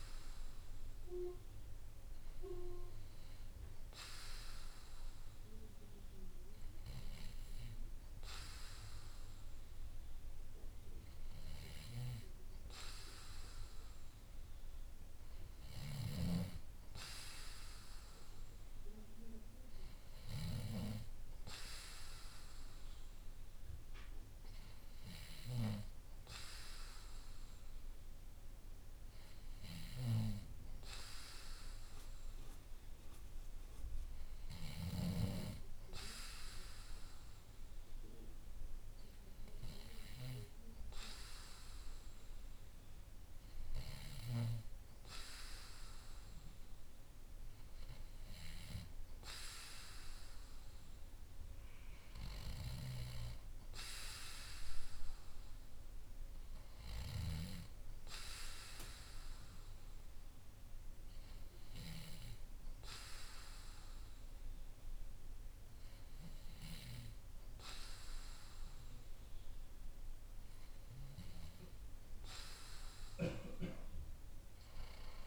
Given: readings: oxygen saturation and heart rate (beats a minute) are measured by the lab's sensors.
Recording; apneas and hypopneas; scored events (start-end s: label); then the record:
breathing in sleep by a room microphone; none
none scored
From the record:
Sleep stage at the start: N2 (light sleep); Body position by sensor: on the back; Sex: male